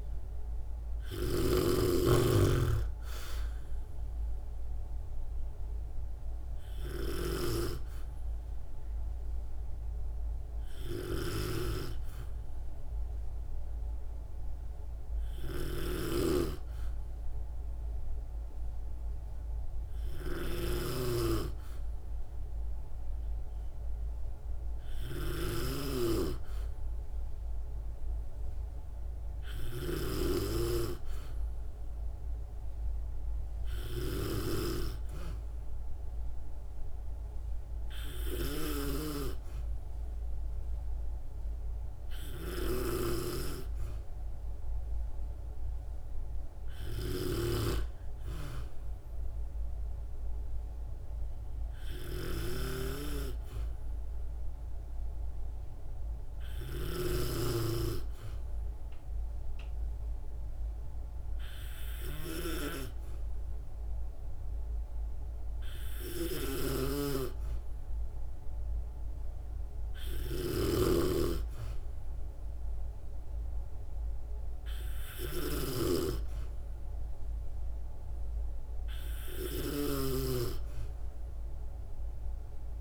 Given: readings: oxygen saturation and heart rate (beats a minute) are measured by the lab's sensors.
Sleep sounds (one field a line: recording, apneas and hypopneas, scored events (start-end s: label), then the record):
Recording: breathing in sleep by a room microphone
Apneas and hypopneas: none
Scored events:
0.00-82.81 s: snoring (device-marked)
2.00-13.00 s: oxygen desaturation (device-marked, oxygen 96% before, 93% lowest, heart rate 62 before, 59 extreme)
From the record:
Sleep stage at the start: N2 (light sleep)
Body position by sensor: on the back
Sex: female